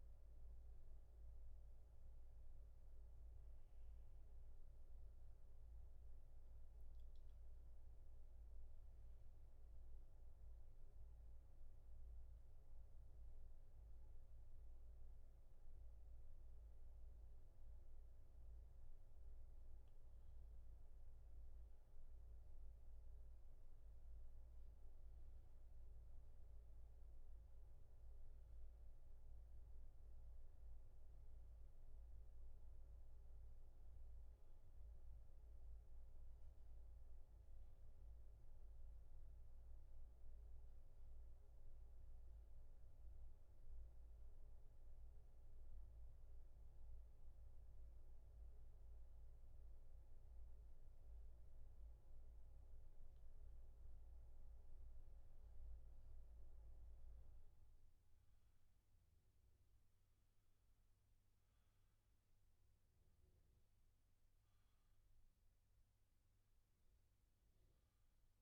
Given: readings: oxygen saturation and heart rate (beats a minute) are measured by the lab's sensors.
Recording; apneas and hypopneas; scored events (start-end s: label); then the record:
breathing in sleep, hard to hear, by a room microphone; 1
16.00-25.00 s: oxygen desaturation (device-marked, oxygen 96% before, 92% lowest, heart rate 63 before, 64 extreme)
30.00-40.00 s: oxygen desaturation (device-marked, oxygen 93% before, 89% lowest, heart rate 63 before, 64 extreme)
42.50-53.50 s: hypopnea (oxygen 95% before, 86% lowest, heart rate 69 before, 64 extreme, up 4 after)
55.50-59.00 s: arousal
56.00-68.41 s: oxygen desaturation (device-marked, oxygen 95% before, 86% lowest, heart rate 69 before, 63 extreme)
From the record:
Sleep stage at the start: N1 (lightest sleep); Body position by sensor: on the back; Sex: male